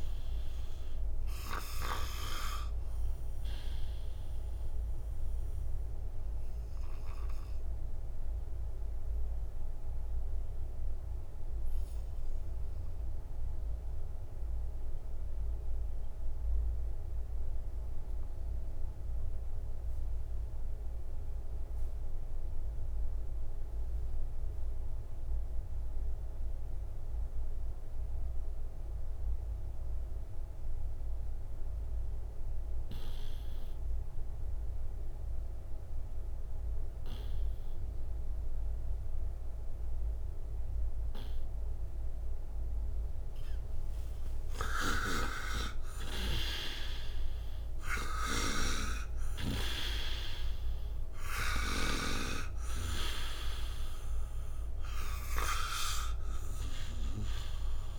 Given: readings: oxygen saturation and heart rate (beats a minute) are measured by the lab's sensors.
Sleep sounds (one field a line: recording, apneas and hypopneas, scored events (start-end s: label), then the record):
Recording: breathing in sleep by a room microphone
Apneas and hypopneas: 1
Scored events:
0.00-21.00 s: oxygen desaturation (device-marked, oxygen 86% lowest, heart rate 57 extreme)
4.00-44.00 s: obstructive apnea (oxygen 99% before, 82% lowest, heart rate 67 before, 57 extreme, up 43 after)
36.00-57.99 s: oxygen desaturation (device-marked, oxygen 98% before, 82% lowest, heart rate 61 before, 57 extreme)
44.50-56.50 s: snoring (device-marked)
45.00-49.50 s: arousal
From the record:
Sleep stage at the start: N2 (light sleep)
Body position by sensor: on the right side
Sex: male